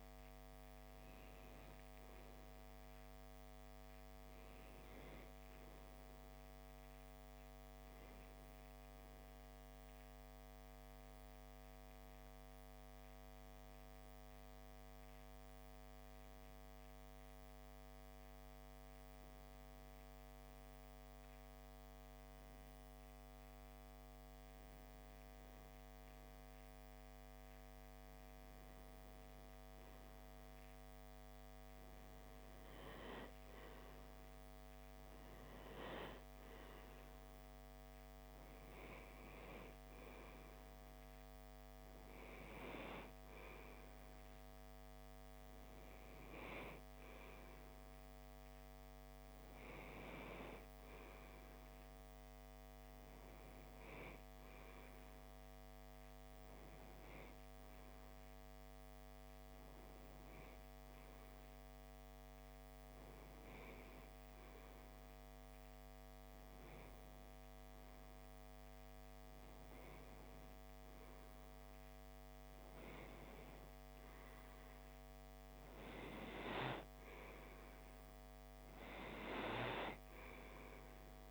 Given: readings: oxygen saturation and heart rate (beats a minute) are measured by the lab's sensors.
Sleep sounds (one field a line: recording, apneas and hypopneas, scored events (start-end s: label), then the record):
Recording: breathing in sleep by a microphone on the trachea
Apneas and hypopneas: 1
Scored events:
12.00-27.50 s: hypopnea (oxygen 97% before, 94% lowest, heart rate 60 before, 55 extreme, up 0 after)
29.50-33.50 s: arousal
From the record:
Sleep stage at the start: N2 (light sleep)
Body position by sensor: on the back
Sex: male